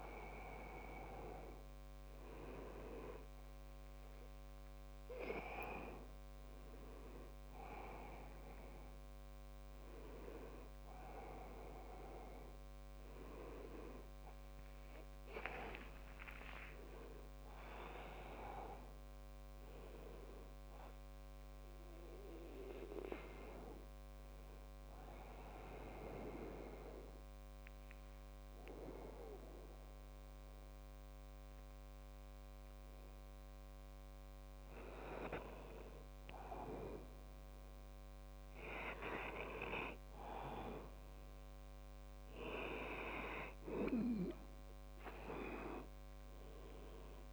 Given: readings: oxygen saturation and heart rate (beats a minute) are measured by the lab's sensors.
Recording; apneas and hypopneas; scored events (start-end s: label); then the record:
breathing in sleep by a microphone on the trachea; 1
24.50-37.00 s: obstructive apnea (oxygen 98% before, 95% lowest, heart rate 76 before, 65 extreme, up 4 after)
42.00-45.50 s: arousal
From the record:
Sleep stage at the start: N1 (lightest sleep); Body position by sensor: on the back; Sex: male